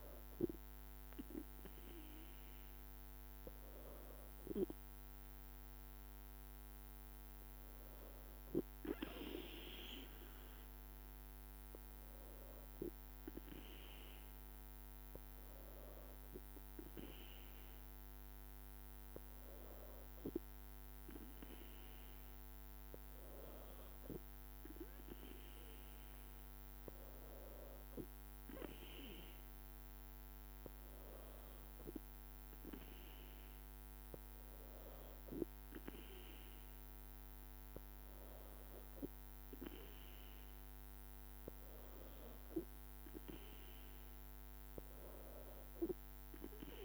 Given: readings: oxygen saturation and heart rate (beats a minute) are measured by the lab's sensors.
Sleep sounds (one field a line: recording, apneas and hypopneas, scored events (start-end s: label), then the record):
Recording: breathing in sleep by a microphone on the trachea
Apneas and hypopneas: none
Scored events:
none scored
From the record:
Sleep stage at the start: N2 (light sleep)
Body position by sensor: on the back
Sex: female